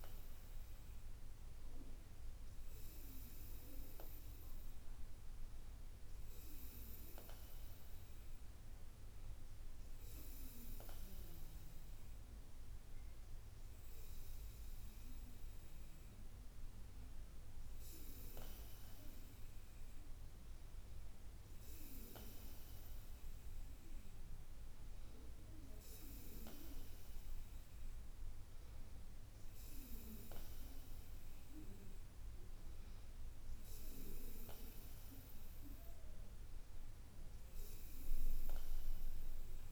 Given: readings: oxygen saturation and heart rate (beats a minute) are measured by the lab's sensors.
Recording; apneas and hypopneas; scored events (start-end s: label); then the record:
breathing in sleep by a room microphone; none
none scored
From the record:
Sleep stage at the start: N2 (light sleep); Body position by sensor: on the back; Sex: female